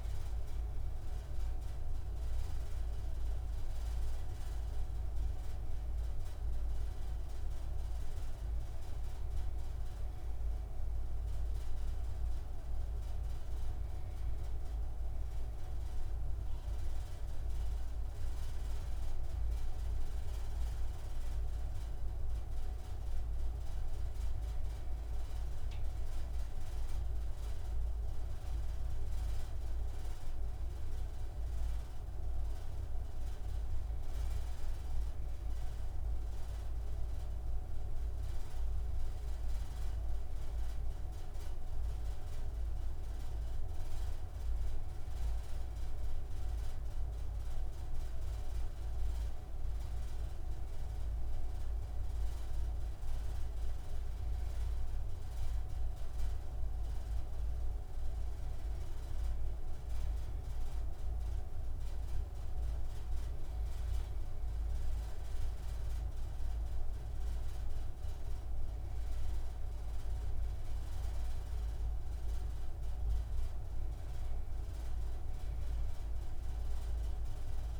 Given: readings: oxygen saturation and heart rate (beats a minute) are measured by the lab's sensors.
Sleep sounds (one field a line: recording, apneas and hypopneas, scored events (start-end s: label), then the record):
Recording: breathing in sleep, hard to hear, by a room microphone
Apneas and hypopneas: none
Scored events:
none scored
From the record:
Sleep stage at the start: N2 (light sleep)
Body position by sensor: on the right side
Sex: male